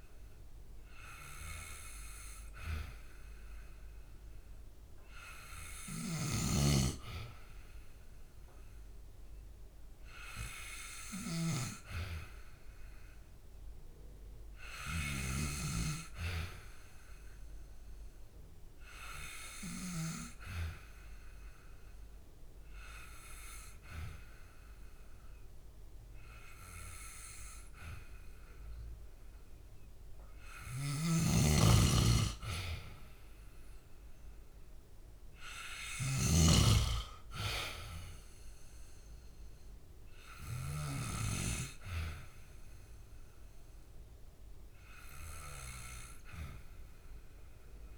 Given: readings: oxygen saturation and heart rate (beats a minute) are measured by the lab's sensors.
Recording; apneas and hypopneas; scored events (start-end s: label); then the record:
breathing in sleep by a room microphone; none
30.50-36.00 s: snoring (device-marked)
From the record:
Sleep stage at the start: N2 (light sleep); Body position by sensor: on the back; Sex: male